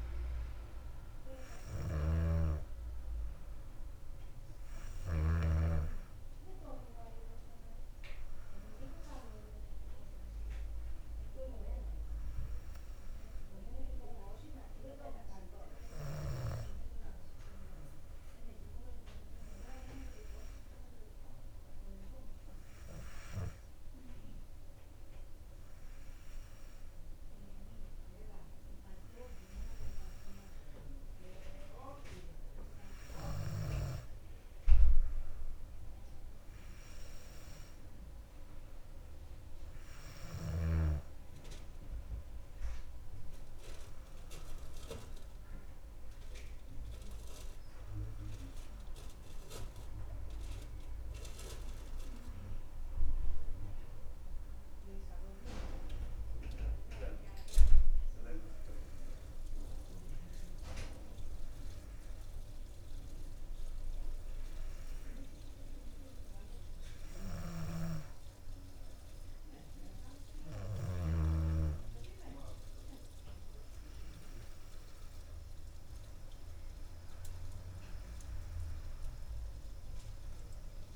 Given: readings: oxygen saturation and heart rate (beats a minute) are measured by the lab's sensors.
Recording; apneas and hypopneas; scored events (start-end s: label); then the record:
breathing in sleep by a room microphone; none
0.00-5.50 s: snoring (device-marked)
45.50-50.00 s: arousal
67.50-71.50 s: snoring (device-marked)
From the record:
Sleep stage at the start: N2 (light sleep); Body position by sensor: on the back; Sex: female